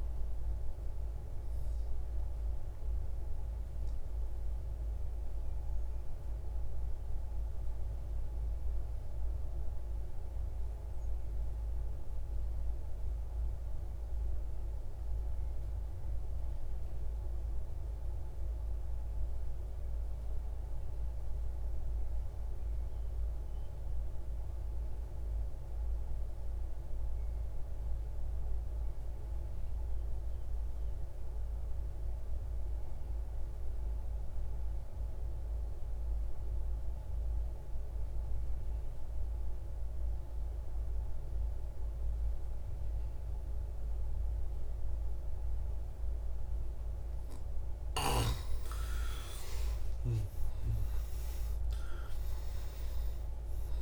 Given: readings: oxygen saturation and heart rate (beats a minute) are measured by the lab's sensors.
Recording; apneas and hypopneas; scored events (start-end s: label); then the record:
breathing in sleep, hard to hear, by a room microphone; 1
0.00-14.00 s: oxygen desaturation (device-marked, oxygen 91% lowest, heart rate 87 extreme)
5.00-47.50 s: mixed apnea (oxygen 98% before, 88% lowest, heart rate 144 before, 87 extreme)
35.00-53.82 s: oxygen desaturation (device-marked, oxygen 97% before, 88% lowest, heart rate 122 before, 117 extreme)
48.50-53.82 s: arousal
From the record:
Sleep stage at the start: N2 (light sleep); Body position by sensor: on the right side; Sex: male